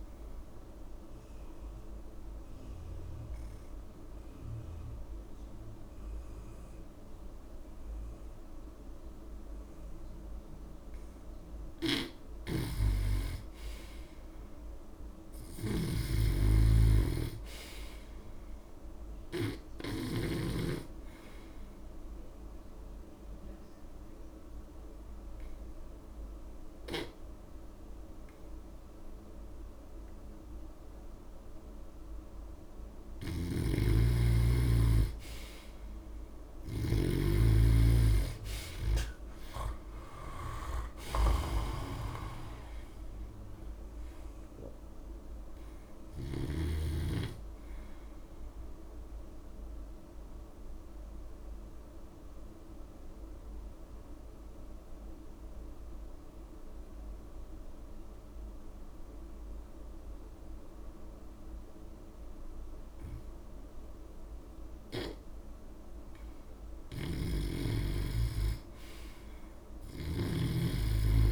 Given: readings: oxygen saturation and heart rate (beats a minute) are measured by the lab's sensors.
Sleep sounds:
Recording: breathing in sleep by a room microphone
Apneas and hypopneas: 3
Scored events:
0.00-14.00 s: oxygen desaturation (device-marked, oxygen 89% lowest)
1.00-12.00 s: obstructive apnea (oxygen 95% before, 88% lowest)
12.50-20.50 s: snoring (device-marked)
15.50-18.50 s: arousal
21.00-35.00 s: oxygen desaturation (device-marked, oxygen 96% before, 90% lowest)
21.50-33.00 s: obstructive apnea (oxygen 96% before, 88% lowest)
33.50-46.50 s: snoring (device-marked)
37.00-39.50 s: arousal
41.50-43.50 s: long interval between heartbeats (device-marked)
45.00-65.00 s: oxygen desaturation (device-marked, oxygen 95% before, 88% lowest)
47.00-49.00 s: long interval between heartbeats (device-marked)
49.00-65.50 s: obstructive apnea (oxygen 95% before, 88% lowest)
66.50-68.50 s: arousal
67.00-71.32 s: snoring (device-marked)
From the record:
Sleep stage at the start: N2 (light sleep)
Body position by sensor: on the back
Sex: male

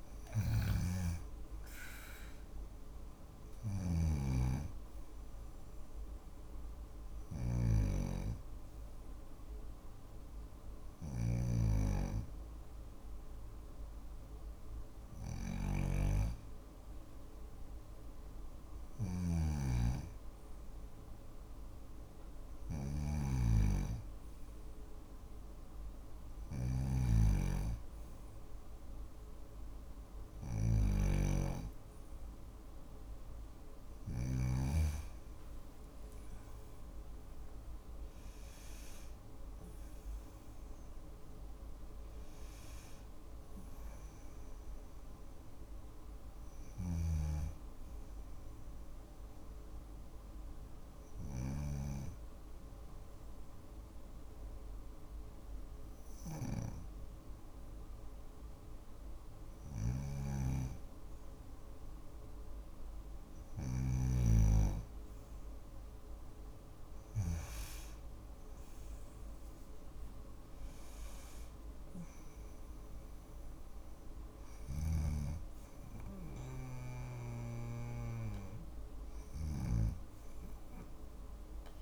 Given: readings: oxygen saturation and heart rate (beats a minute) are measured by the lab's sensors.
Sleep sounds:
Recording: breathing in sleep by a room microphone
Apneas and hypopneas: 1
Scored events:
0.00-33.50 s: snoring (device-marked)
34.50-39.50 s: arousal
45.50-63.00 s: snoring (device-marked)
49.00-60.50 s: hypopnea (oxygen 96% before, 94% lowest, heart rate 55 before, 51 extreme, up 3 after)
62.50-68.00 s: arousal
78.50-81.82 s: snoring (device-marked)
From the record:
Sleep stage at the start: N2 (light sleep)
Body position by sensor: on the back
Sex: female

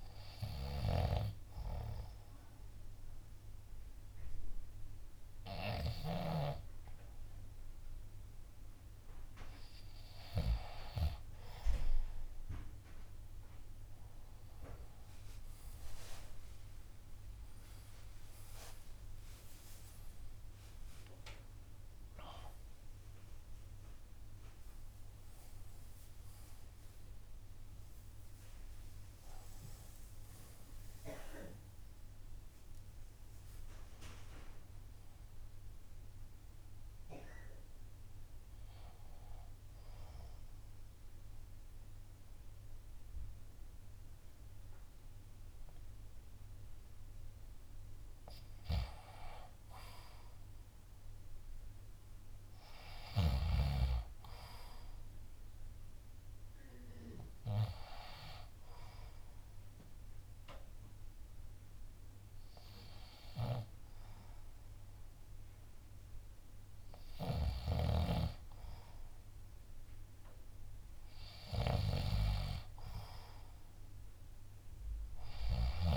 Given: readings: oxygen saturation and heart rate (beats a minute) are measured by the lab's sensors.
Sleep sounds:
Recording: breathing in sleep by a room microphone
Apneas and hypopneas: 3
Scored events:
0.00-1.50 s: snoring (device-marked)
0.50-11.50 s: obstructive apnea (oxygen 92% before, 85% lowest, heart rate 71 before, 67 extreme, up 15 after)
6.50-17.50 s: oxygen desaturation (device-marked, oxygen 94% before, 86% lowest, heart rate 70 before, 67 extreme)
16.00-20.50 s: arousal
17.50-31.50 s: drop in pulse transit time (device-marked, heart rate 70 before, 76 extreme)
29.50-42.50 s: oxygen desaturation (device-marked, oxygen 92% before, 87% lowest, heart rate 76 before, 65 extreme)
39.50-49.50 s: obstructive apnea (oxygen 92% before, 85% lowest, heart rate 78 before, 65 extreme, up 4 after)
52.00-55.50 s: arousal
53.50-72.50 s: oxygen desaturation (device-marked, oxygen 95% before, 85% lowest, heart rate 70 before, 65 extreme)
59.50-71.50 s: obstructive apnea (oxygen 95% before, 85% lowest, heart rate 68 before, 65 extreme, up 6 after)
73.50-75.97 s: arousal
From the record:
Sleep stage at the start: N2 (light sleep)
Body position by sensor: on the left side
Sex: male

